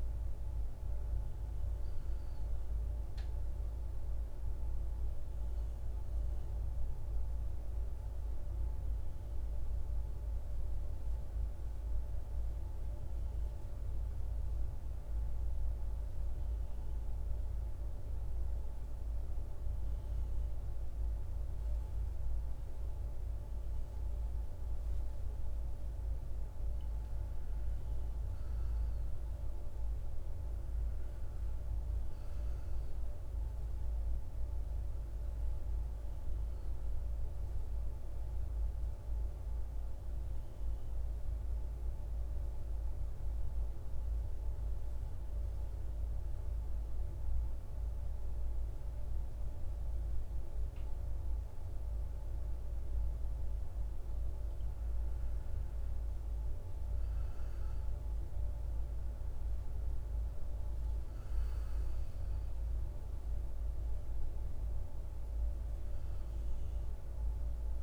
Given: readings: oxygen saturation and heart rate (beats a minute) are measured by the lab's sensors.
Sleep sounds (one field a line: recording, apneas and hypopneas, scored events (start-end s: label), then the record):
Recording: breathing in sleep, hard to hear, by a room microphone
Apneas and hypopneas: 2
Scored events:
0.00-12.00 s: oxygen desaturation (device-marked, oxygen 85% lowest, heart rate 53 extreme)
9.00-23.50 s: central apnea (oxygen 98% before, 88% lowest, heart rate 65 before, 53 extreme, up 9 after)
26.50-31.00 s: arousal
29.00-48.00 s: oxygen desaturation (device-marked, oxygen 99% before, 92% lowest, heart rate 57 before, 55 extreme)
38.00-53.50 s: central apnea (oxygen 99% before, 83% lowest, heart rate 59 before, 54 extreme, up 7 after)
56.50-60.50 s: arousal
60.00-67.83 s: oxygen desaturation (device-marked, oxygen 97% before, 90% lowest, heart rate 59 before, 54 extreme)
From the record:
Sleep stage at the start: N2 (light sleep)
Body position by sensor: on the back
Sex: male